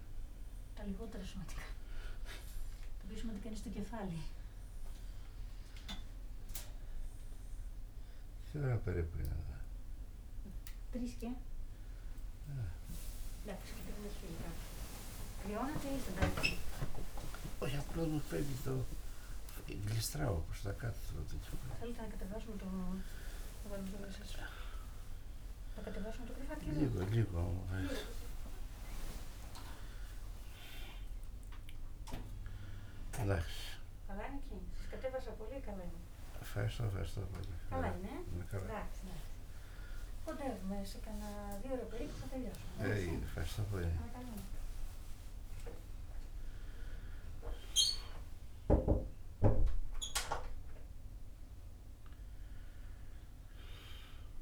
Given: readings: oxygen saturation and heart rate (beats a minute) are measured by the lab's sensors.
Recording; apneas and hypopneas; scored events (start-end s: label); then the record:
a person awake in a sleep study, by a room microphone; none
none scored
From the record:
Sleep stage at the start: awake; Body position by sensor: on the back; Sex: male